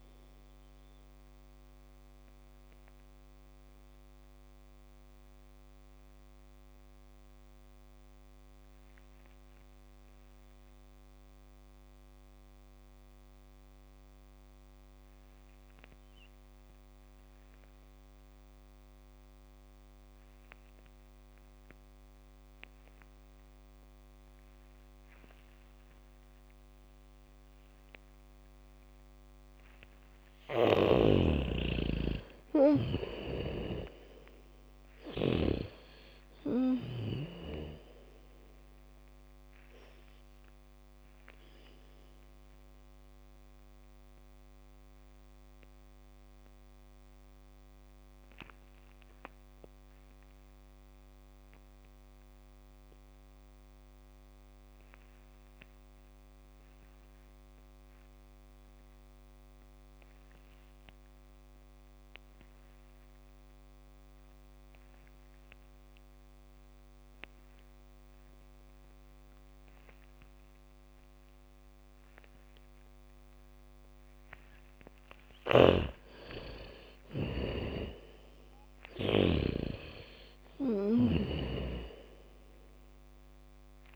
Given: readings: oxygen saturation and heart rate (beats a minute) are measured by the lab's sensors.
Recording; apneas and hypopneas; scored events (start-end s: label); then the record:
breathing in sleep by a microphone on the trachea; 2
0.00-14.50 s: oxygen desaturation (device-marked, oxygen 82% lowest, heart rate 37 extreme)
0.50-29.00 s: mixed apnea (oxygen 99% before, 79% lowest, heart rate 63 before, 37 extreme)
25.50-60.50 s: oxygen desaturation (device-marked, oxygen 99% before, 79% lowest, heart rate 74 before, 37 extreme)
26.50-36.50 s: bradycardia (device-marked, heart rate 69 before, 37 extreme)
31.00-35.00 s: arousal
31.00-36.00 s: snoring (device-marked)
40.00-75.00 s: mixed apnea (oxygen 99% before, 79% lowest, heart rate 60 before, 53 extreme, up 13 after)
64.50-68.50 s: bradycardia (device-marked, heart rate 69 before, 59 extreme)
70.50-73.50 s: bradycardia (device-marked, heart rate 69 before, 59 extreme)
74.50-77.50 s: bradycardia (device-marked, heart rate 69 before, 58 extreme)
75.50-80.00 s: snoring (device-marked)
75.50-83.96 s: oxygen desaturation (device-marked, oxygen 98% before, 80% lowest, heart rate 66 before, 44 extreme)
76.50-80.50 s: arousal
From the record:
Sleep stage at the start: N2 (light sleep); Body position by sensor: on the back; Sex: female